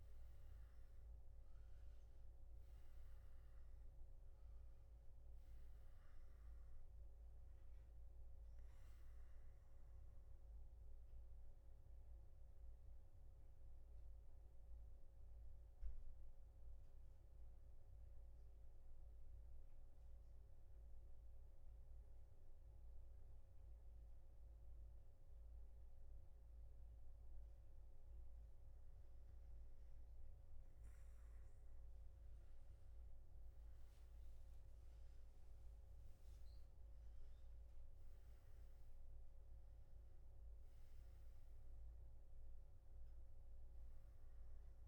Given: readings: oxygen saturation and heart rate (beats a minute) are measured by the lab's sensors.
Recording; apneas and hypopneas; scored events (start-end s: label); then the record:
breathing in sleep, hard to hear, by a room microphone; 1
13.00-28.50 s: mixed apnea (oxygen 95% before, 92% lowest, heart rate 122 before, 118 extreme, up 7 after)
From the record:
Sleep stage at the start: N3 (deep sleep); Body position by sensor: on the back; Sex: male